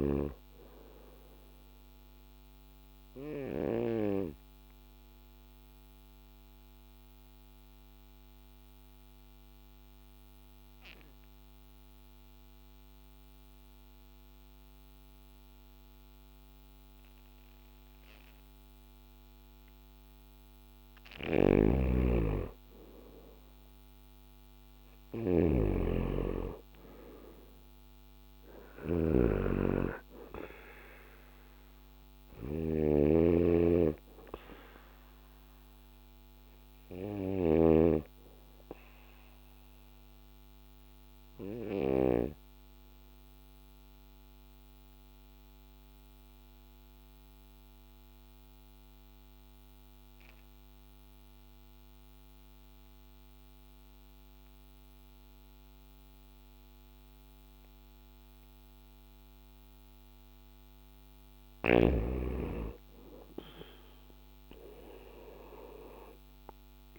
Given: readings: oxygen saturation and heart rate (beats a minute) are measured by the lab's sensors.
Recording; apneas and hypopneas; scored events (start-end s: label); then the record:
breathing in sleep by a microphone on the trachea; 2
3.00-20.00 s: obstructive apnea (oxygen 97% before, 91% lowest, heart rate 59 before, 55 extreme, up 4 after)
4.00-18.00 s: oxygen desaturation (device-marked, oxygen 95% before, 91% lowest, heart rate 59 before, 55 extreme)
21.00-25.50 s: arousal
21.00-37.50 s: snoring (device-marked)
39.00-60.00 s: obstructive apnea (oxygen 97% before, 89% lowest, heart rate 58 before, 53 extreme, up 7 after)
42.00-55.00 s: oxygen desaturation (device-marked, oxygen 95% before, 91% lowest, heart rate 58 before, 54 extreme)
65.00-66.99 s: arousal
From the record:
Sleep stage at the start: N2 (light sleep); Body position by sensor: on the back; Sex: male